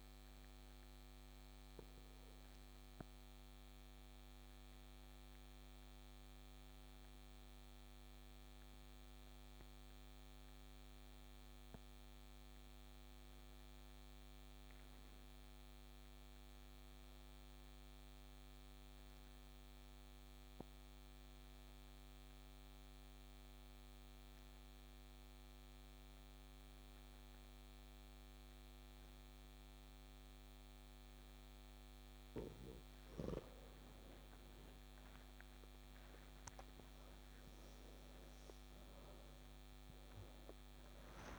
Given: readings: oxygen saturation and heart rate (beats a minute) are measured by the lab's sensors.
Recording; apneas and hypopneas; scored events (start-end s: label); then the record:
breathing in sleep, hard to hear, by a microphone on the trachea; 1
0.00-22.50 s: oxygen desaturation (device-marked, oxygen 91% lowest)
1.00-32.00 s: obstructive apnea (oxygen 97% before, 88% lowest)
34.50-41.39 s: oxygen desaturation (device-marked, oxygen 95% before, 89% lowest)
35.50-41.00 s: arousal
From the record:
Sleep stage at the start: N2 (light sleep); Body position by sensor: on the back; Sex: male